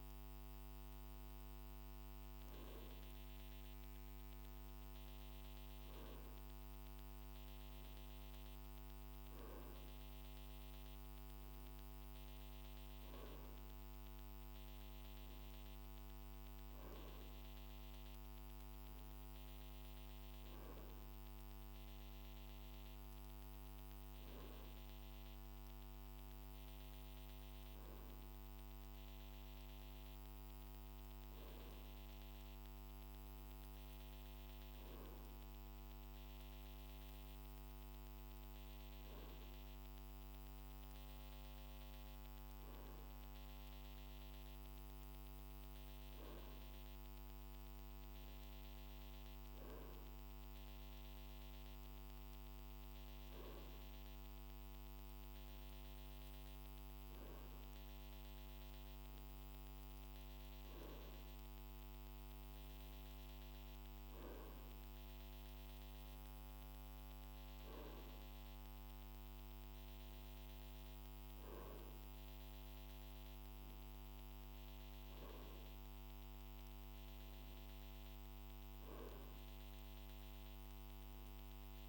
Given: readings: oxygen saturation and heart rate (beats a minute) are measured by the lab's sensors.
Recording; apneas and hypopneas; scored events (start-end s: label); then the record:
breathing in sleep, hard to hear, by a microphone on the trachea; none
none scored
From the record:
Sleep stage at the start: N2 (light sleep); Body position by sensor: on the right side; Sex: male